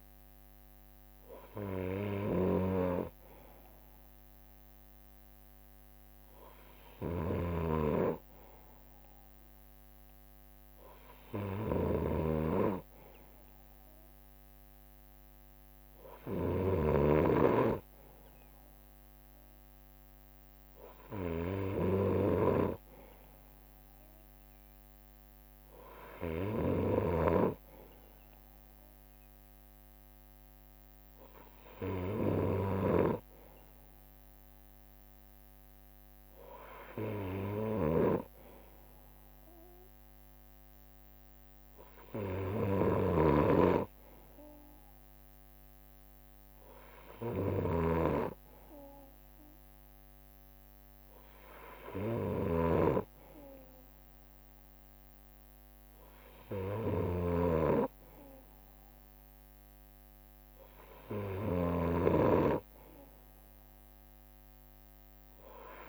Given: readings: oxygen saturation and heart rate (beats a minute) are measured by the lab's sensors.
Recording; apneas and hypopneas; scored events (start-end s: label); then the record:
breathing in sleep by a microphone on the trachea; none
0.00-16.00 s: drop in pulse transit time (device-marked, heart rate 63 extreme)
0.00-26.50 s: snoring (device-marked)
3.00-6.00 s: leg movement (device-marked)
8.00-12.50 s: leg movement (device-marked)
16.00-21.50 s: leg movement (device-marked)
22.00-26.00 s: leg movement (device-marked)
32.50-65.89 s: snoring (device-marked)
38.00-40.50 s: leg movement (device-marked)
45.00-51.00 s: leg movement (device-marked)
53.00-56.50 s: leg movement (device-marked)
64.50-65.89 s: leg movement (device-marked)
From the record:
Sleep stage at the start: N2 (light sleep); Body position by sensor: on the right side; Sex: male